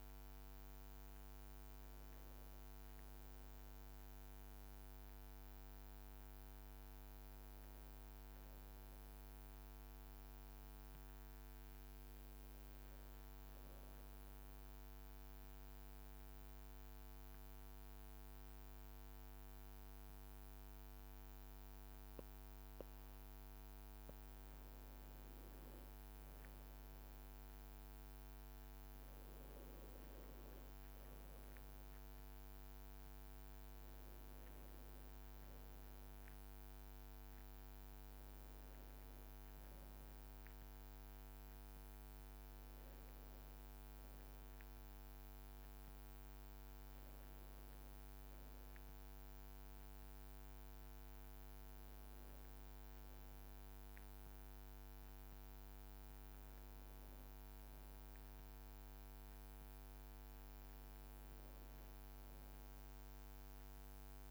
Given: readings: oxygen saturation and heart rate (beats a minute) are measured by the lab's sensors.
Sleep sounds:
breathing in sleep, hard to hear, by a microphone on the trachea; 1
13.50-24.50 s: central apnea (oxygen 98% before, 92% lowest, heart rate 55 before, 52 extreme, up 2 after)
27.50-31.50 s: arousal
30.50-38.50 s: oxygen desaturation (device-marked, oxygen 96% before, 93% lowest, heart rate 53 before, 55 extreme)
From the record:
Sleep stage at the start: N2 (light sleep); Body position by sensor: on the back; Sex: male

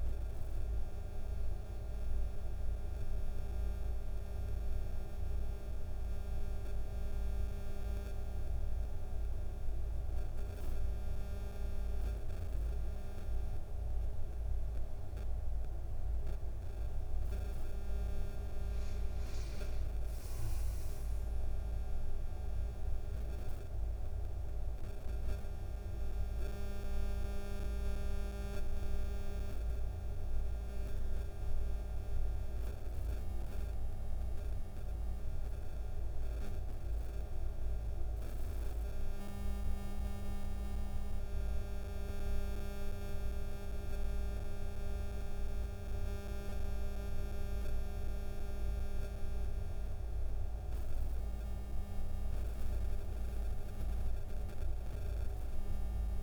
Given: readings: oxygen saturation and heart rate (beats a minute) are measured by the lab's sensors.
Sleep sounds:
breathing in sleep by a room microphone; none
none scored
From the record:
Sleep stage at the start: N2 (light sleep); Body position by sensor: on the back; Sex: male

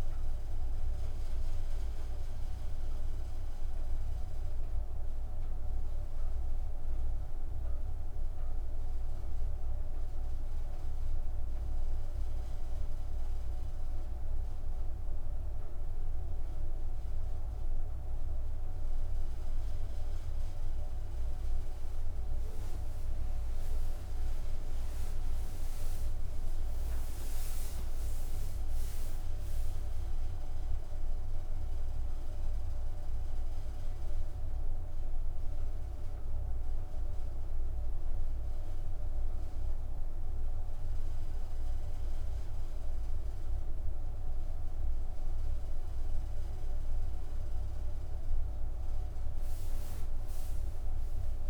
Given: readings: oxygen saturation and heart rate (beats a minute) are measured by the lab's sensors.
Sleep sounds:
breathing in sleep, hard to hear, by a room microphone; none
16.50-46.50 s: new sleep stage, N2 (light sleep)
46.50-51.50 s: new sleep stage, N1 (lightest sleep)
From the record:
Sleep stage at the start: N1 (lightest sleep); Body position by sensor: on the back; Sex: female

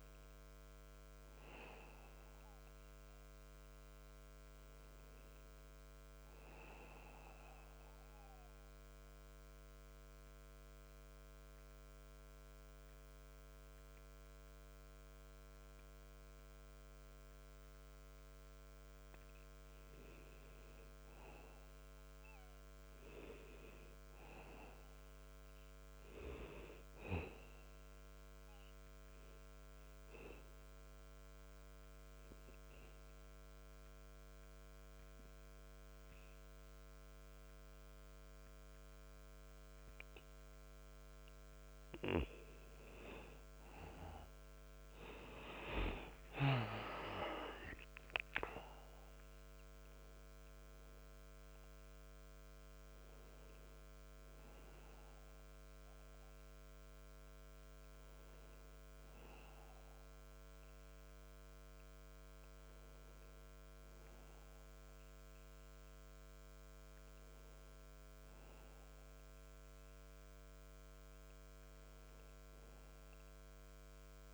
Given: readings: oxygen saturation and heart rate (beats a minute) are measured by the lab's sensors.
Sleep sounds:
breathing in sleep by a microphone on the trachea; 2
0.00-7.00 s: oxygen desaturation (device-marked, oxygen 90% lowest, heart rate 61 extreme)
7.00-19.00 s: obstructive apnea (oxygen 95% before, 89% lowest, heart rate 81 before, 68 extreme, up 19 after)
21.00-23.50 s: arousal
29.00-41.50 s: obstructive apnea (oxygen 97% before, 89% lowest, heart rate 75 before, 70 extreme, up 23 after)
30.00-47.00 s: oxygen desaturation (device-marked, oxygen 96% before, 92% lowest, heart rate 75 before, 70 extreme)
44.00-48.00 s: arousal
49.00-61.00 s: oxygen desaturation (device-marked, oxygen 95% before, 92% lowest, heart rate 81 before, 59 extreme)
68.50-72.50 s: arousal
71.00-74.34 s: oxygen desaturation (device-marked, oxygen 93% before, 89% lowest, heart rate 85 before, 59 extreme)
From the record:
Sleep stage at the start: N2 (light sleep); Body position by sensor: on the back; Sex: male

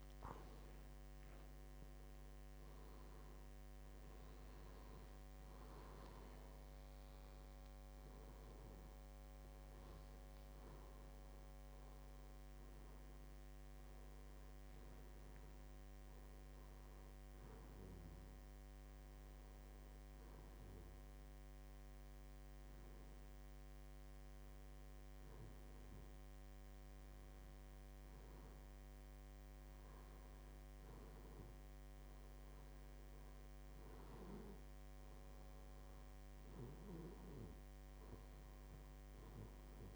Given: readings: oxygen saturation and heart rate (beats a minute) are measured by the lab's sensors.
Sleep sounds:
a person awake in a sleep study, hard to hear, by a microphone on the trachea; none
none scored
From the record:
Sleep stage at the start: awake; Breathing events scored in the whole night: 322 in 4.0 hours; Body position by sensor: on the back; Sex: male

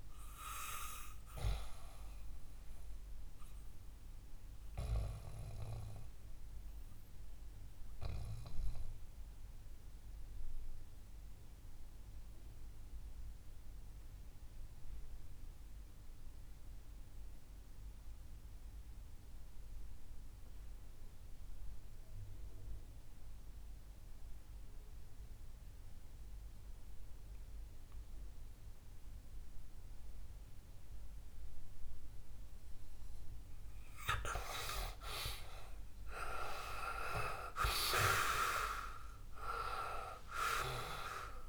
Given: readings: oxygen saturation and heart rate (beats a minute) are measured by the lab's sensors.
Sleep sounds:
breathing in sleep by a room microphone; 1
0.00-18.50 s: oxygen desaturation (device-marked, oxygen 87% lowest, heart rate 58 extreme)
3.00-32.00 s: obstructive apnea (oxygen 99% before, 84% lowest, heart rate 65 before, 58 extreme, up 13 after)
34.50-39.00 s: arousal
38.50-41.49 s: oxygen desaturation (device-marked, oxygen 94% before, 84% lowest, heart rate 61 before, 58 extreme)
From the record:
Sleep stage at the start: REM sleep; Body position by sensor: on the back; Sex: male

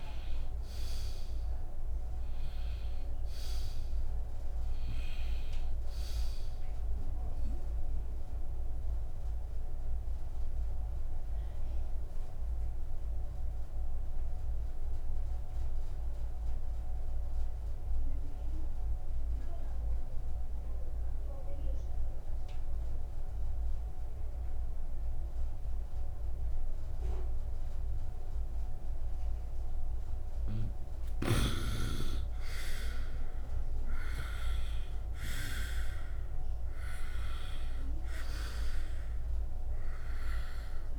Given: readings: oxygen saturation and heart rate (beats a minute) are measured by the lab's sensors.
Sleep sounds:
breathing in sleep by a room microphone; 1
0.00-15.50 s: oxygen desaturation (device-marked, oxygen 80% lowest, heart rate 61 extreme)
8.50-30.50 s: obstructive apnea (oxygen 99% before, 80% lowest, heart rate 68 before, 64 extreme, up 0 after)
27.50-40.99 s: oxygen desaturation (device-marked, oxygen 99% before, 84% lowest, heart rate 72 before, 61 extreme)
32.50-36.00 s: arousal
From the record:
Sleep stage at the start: N2 (light sleep); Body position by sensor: upright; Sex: male

